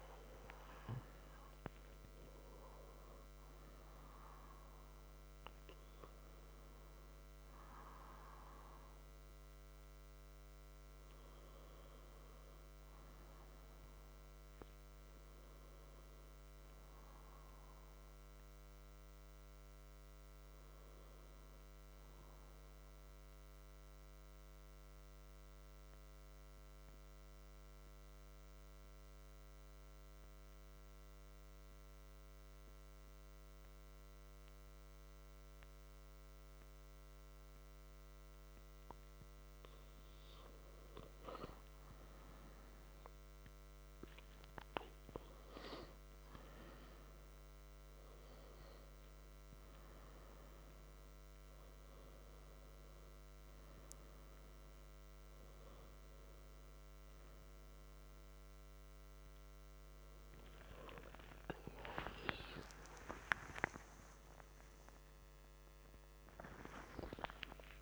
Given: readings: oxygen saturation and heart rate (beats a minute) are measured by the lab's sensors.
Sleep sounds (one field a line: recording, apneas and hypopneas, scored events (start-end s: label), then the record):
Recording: a person partly awake in a sleep study, by a microphone on the trachea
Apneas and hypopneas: 1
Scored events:
0.00-1.00 s: oxygen desaturation (device-marked, oxygen 92% lowest, heart rate 64 extreme)
3.00-63.00 s: new sleep stage, N1 (lightest sleep)
22.00-38.00 s: central apnea (oxygen 98% before, 94% lowest, heart rate 68 before, 61 extreme, up 8 after)
39.50-43.50 s: arousal
44.00-66.00 s: oxygen desaturation (device-marked, oxygen 97% before, 94% lowest, heart rate 63 before, 64 extreme)
63.00-67.82 s: new sleep stage, awake
From the record:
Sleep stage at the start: awake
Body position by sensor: on the back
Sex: male